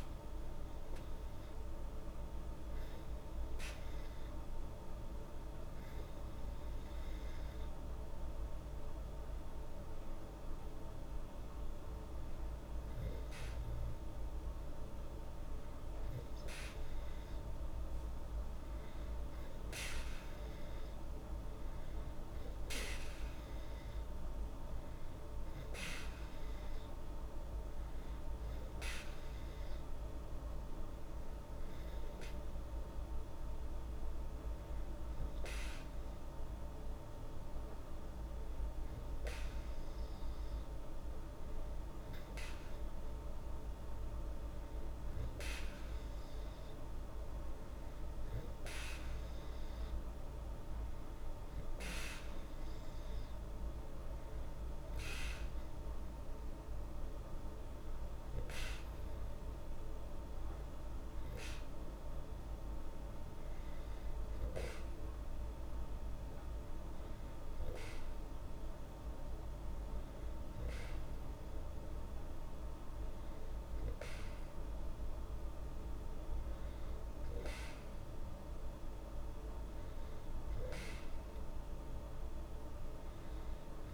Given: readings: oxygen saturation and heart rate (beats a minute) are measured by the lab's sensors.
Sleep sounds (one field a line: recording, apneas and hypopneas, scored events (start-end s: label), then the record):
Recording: breathing in sleep, hard to hear, by a room microphone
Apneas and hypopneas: none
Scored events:
none scored
From the record:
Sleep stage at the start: N2 (light sleep)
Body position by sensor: on the back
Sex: female